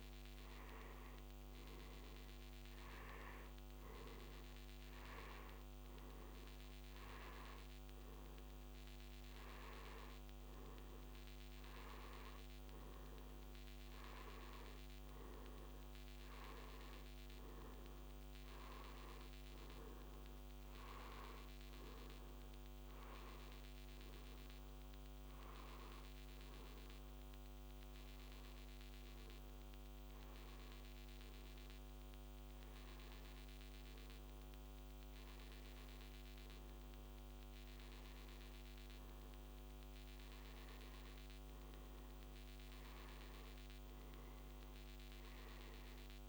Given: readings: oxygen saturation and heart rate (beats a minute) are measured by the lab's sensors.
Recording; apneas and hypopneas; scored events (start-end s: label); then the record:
breathing in sleep, hard to hear, by a microphone on the trachea; none
none scored
From the record:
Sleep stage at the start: N2 (light sleep); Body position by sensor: on the back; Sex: male